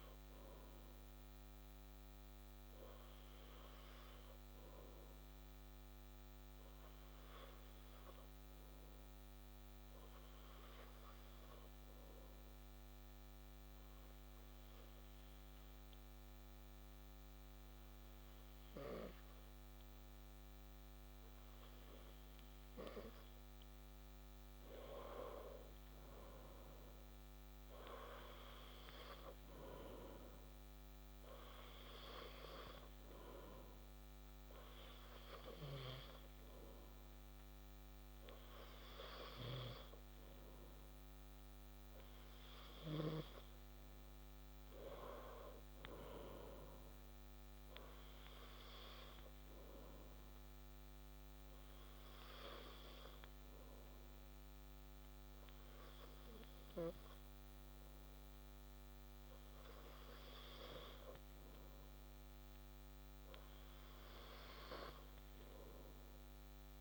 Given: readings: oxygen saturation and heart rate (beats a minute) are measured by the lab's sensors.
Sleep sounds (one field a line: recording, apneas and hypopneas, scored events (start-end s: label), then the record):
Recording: breathing in sleep by a microphone on the trachea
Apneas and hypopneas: 1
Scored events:
1.50-22.50 s: obstructive apnea (oxygen 97% before, 95% lowest)
25.50-29.00 s: arousal
61.00-65.00 s: arousal
From the record:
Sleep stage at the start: N2 (light sleep)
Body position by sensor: on the back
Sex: male